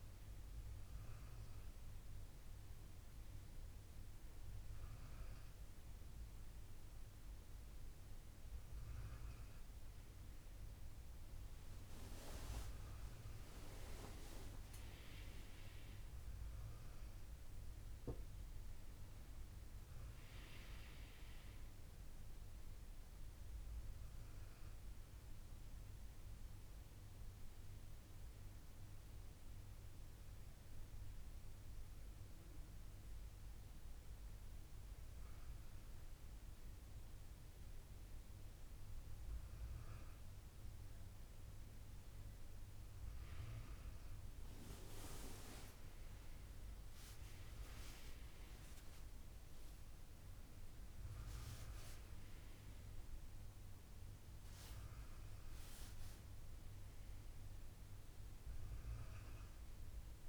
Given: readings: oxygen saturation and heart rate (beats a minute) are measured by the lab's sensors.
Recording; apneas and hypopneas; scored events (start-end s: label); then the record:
breathing in sleep by a room microphone; 1
12.50-17.50 s: arousal
23.50-39.00 s: hypopnea (oxygen 98% before, 94% lowest, heart rate 75 before, 72 extreme, up 2 after)
From the record:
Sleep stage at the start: N1 (lightest sleep); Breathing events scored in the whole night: 327 in 5.3 hours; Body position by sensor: on the back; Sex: female